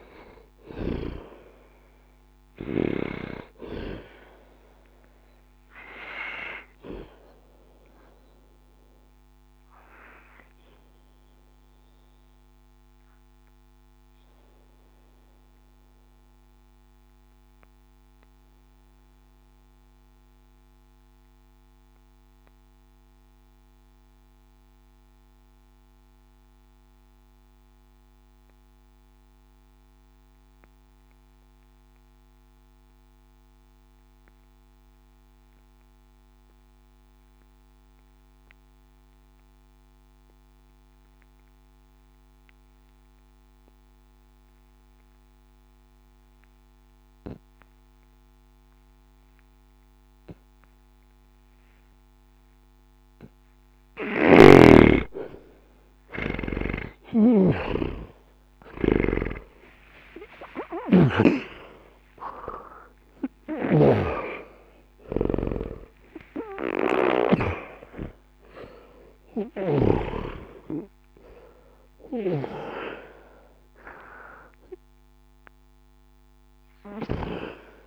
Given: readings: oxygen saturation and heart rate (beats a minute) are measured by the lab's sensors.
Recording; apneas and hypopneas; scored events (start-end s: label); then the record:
breathing in sleep by a microphone on the trachea; 1
0.00-30.00 s: oxygen desaturation (device-marked, oxygen 74% lowest, heart rate 60 extreme)
10.50-53.50 s: obstructive apnea (oxygen 94% before, 73% lowest, heart rate 60 before, 50 extreme, up 30 after)
43.00-77.87 s: oxygen desaturation (device-marked, oxygen 99% before, 73% lowest, heart rate 60 before, 50 extreme)
53.50-61.00 s: snoring (device-marked)
56.00-59.50 s: arousal
67.00-71.50 s: arousal
71.00-76.00 s: bradycardia (device-marked, heart rate 69 before, 55 extreme)
From the record:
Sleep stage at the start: N2 (light sleep); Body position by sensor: on the back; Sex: male